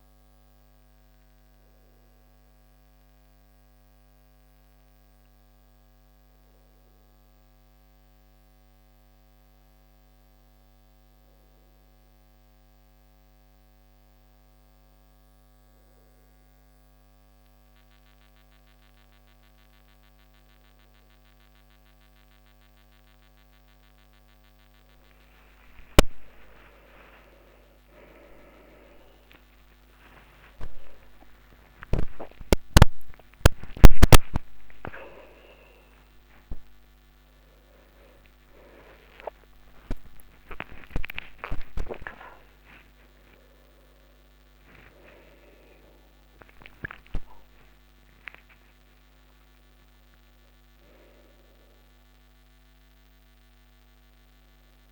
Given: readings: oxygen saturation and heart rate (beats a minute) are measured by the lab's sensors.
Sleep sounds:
a person partly awake in a sleep study, by a microphone on the trachea; none
1.50-31.50 s: new sleep stage, N1 (lightest sleep)
31.50-54.91 s: new sleep stage, awake
43.50-54.91 s: oxygen desaturation (device-marked, oxygen 96% before, 92% lowest, heart rate 125 before, 38 extreme)
From the record:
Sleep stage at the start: N2 (light sleep); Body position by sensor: on the right side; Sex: male

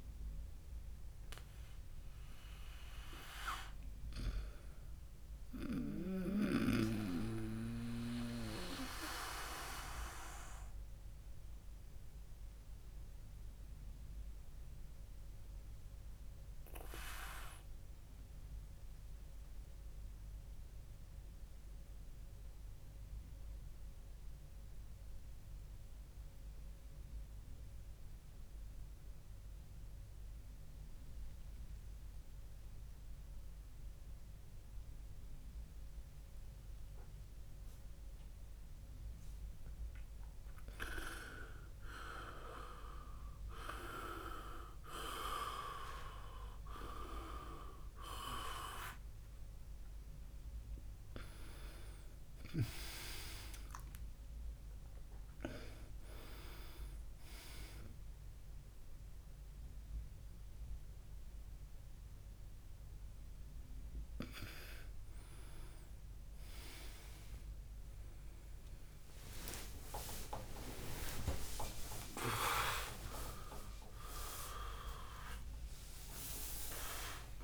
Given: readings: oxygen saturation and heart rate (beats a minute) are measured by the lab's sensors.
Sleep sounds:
a person awake in a sleep study, by a room microphone; 1
0.00-4.00 s: oxygen desaturation (device-marked, oxygen 94% lowest, heart rate 62 extreme)
10.00-38.50 s: obstructive apnea (oxygen 99% before, 95% lowest, heart rate 91 before, 62 extreme, up 8 after)
33.00-77.44 s: new sleep stage, awake
47.00-60.00 s: oxygen desaturation (device-marked, oxygen 98% before, 95% lowest, heart rate 77 before, 75 extreme)
From the record:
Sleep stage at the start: N2 (light sleep); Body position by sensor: on the right side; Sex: male

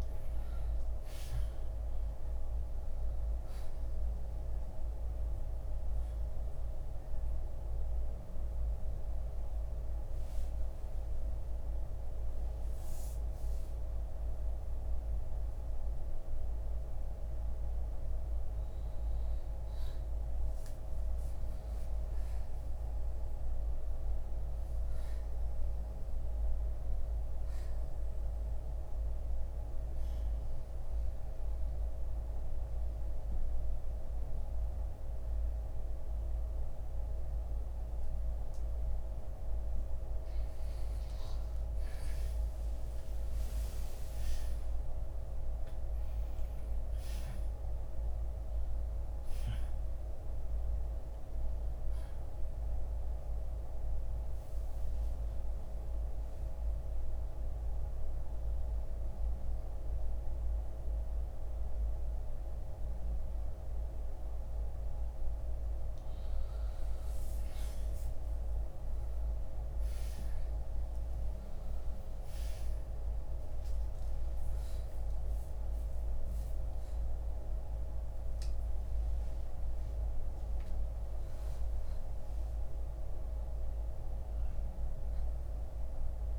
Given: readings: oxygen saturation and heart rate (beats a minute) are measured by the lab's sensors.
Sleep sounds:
breathing in sleep, hard to hear, by a room microphone; 2
0.00-2.00 s: arousal
6.00-18.50 s: hypopnea (oxygen 93% before, 83% lowest, heart rate 63 before, 58 extreme, up 6 after)
7.50-25.50 s: oxygen desaturation (device-marked, oxygen 93% before, 83% lowest, heart rate 64 before, 58 extreme)
21.00-25.00 s: arousal
30.00-40.00 s: mixed apnea (oxygen 96% before, 83% lowest, heart rate 65 before, 58 extreme, up 9 after)
31.50-47.50 s: oxygen desaturation (device-marked, oxygen 96% before, 88% lowest, heart rate 65 before, 58 extreme)
43.00-46.50 s: arousal
57.50-73.50 s: oxygen desaturation (device-marked, oxygen 92% before, 83% lowest, heart rate 66 before, 59 extreme)
68.00-72.00 s: arousal
From the record:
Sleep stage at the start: N2 (light sleep); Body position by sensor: on the back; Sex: male

